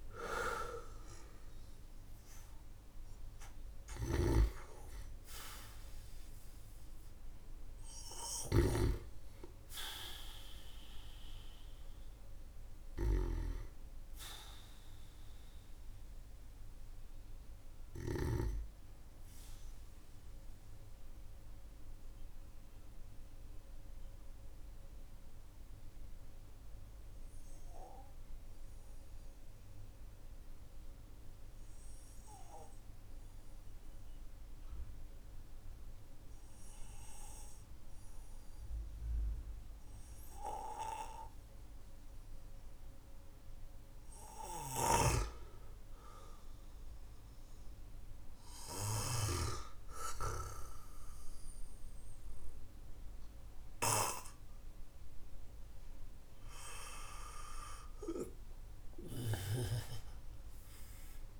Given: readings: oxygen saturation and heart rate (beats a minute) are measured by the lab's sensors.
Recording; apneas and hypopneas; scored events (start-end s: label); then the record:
breathing in sleep by a room microphone; 1
0.00-5.00 s: arousal
0.00-18.00 s: snoring (device-marked)
0.00-32.50 s: oxygen desaturation (device-marked, oxygen 93% lowest, heart rate 43 extreme)
20.00-43.00 s: obstructive apnea (oxygen 98% before, 93% lowest, heart rate 53 before, 46 extreme, up 8 after)
44.50-49.00 s: snoring (device-marked)
45.50-49.50 s: arousal
55.50-61.40 s: oxygen desaturation (device-marked, oxygen 98% before, 95% lowest, heart rate 55 before, 45 extreme)
From the record:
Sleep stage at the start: N2 (light sleep); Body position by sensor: on the back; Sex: male